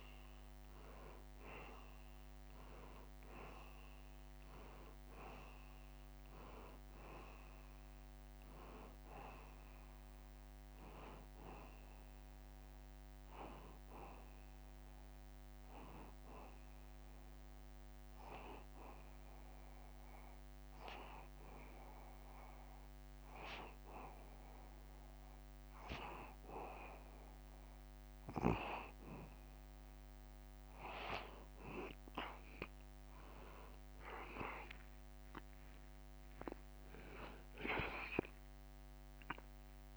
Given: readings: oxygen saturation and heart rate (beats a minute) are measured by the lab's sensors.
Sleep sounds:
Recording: breathing in sleep by a microphone on the trachea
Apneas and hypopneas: 1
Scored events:
18.50-29.50 s: hypopnea (oxygen 94% before, 90% lowest, heart rate 83 before, 79 extreme, up 0 after)
38.50-39.97 s: arousal
From the record:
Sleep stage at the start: N2 (light sleep)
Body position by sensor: on the back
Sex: male

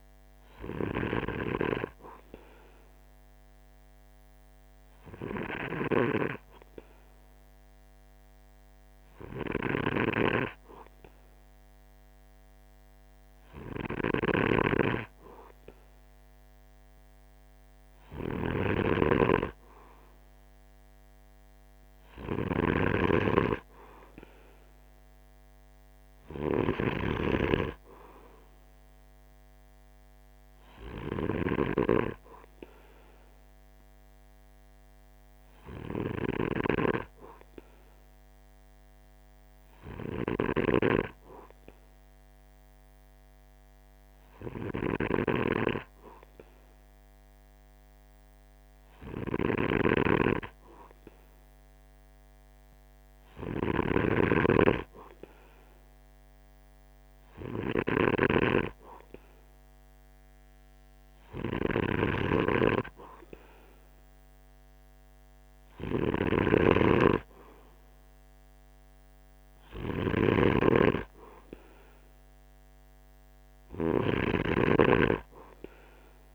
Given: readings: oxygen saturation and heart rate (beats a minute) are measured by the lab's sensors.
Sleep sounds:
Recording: breathing in sleep by a microphone on the trachea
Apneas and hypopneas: 2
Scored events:
3.00-16.50 s: hypopnea (oxygen 96% before, 94% lowest, heart rate 48 before, 47 extreme, up 0 after)
18.50-27.50 s: snoring (device-marked)
19.50-23.00 s: arousal
38.50-52.50 s: hypopnea (oxygen 96% before, 94% lowest, heart rate 47 before, 47 extreme, up 1 after)
53.50-76.35 s: snoring (device-marked)
54.50-57.50 s: arousal
From the record:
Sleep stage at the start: N2 (light sleep)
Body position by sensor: on the right side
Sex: male

